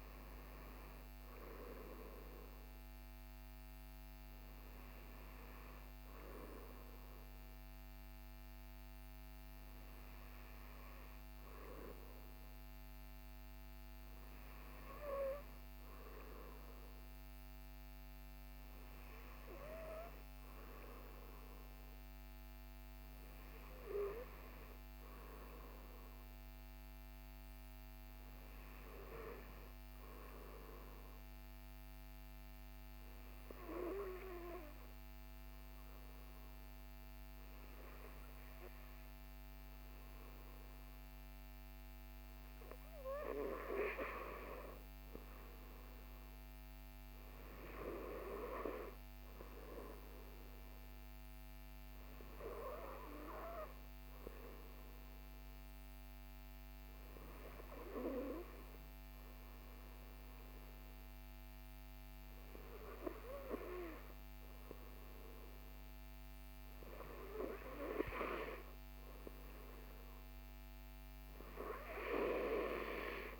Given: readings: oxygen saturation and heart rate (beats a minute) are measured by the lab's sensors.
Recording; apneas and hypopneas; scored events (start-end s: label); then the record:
breathing in sleep by a microphone on the trachea; 1
20.50-25.50 s: arousal
29.50-43.00 s: obstructive apnea (oxygen 95% before, 94% lowest, heart rate 59 before, 51 extreme, up 9 after)
45.00-48.50 s: arousal
From the record:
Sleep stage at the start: N2 (light sleep); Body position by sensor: on the right side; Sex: male